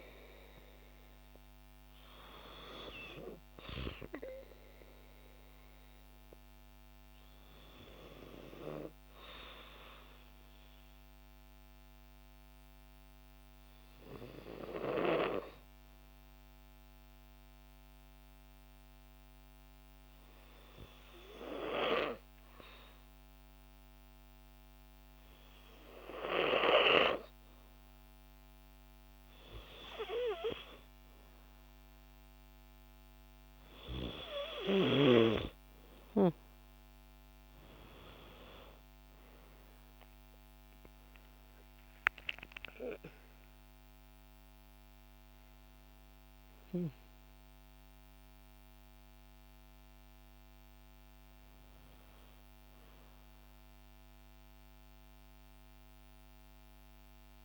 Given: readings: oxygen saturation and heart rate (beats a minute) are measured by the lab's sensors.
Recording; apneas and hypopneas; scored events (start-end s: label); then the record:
breathing in sleep by a microphone on the trachea; 1
0.00-13.50 s: oxygen desaturation (device-marked, oxygen 91% lowest, heart rate 55 extreme)
10.50-28.00 s: hypopnea (oxygen 95% before, 89% lowest, heart rate 57 before, 55 extreme, up 3 after)
31.00-34.00 s: arousal
34.50-57.45 s: oxygen desaturation (device-marked, oxygen 95% before, 89% lowest, heart rate 57 before, 55 extreme)
From the record:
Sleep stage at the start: N2 (light sleep); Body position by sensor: on the back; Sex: female